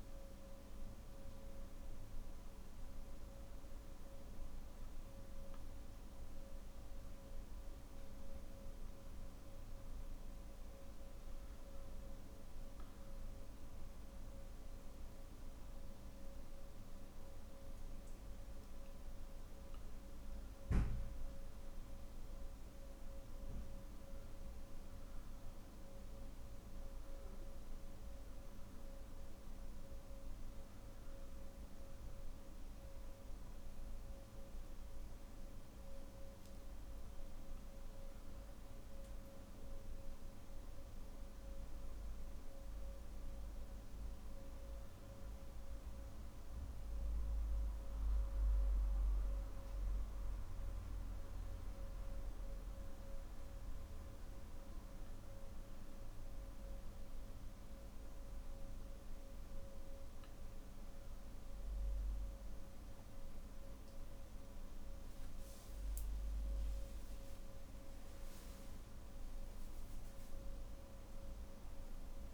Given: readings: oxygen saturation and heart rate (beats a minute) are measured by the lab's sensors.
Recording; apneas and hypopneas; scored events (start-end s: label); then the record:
breathing in sleep, hard to hear, by a room microphone; none
59.00-72.34 s: new sleep stage, N3 (deep sleep)
From the record:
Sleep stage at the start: N1 (lightest sleep); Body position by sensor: on the back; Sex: male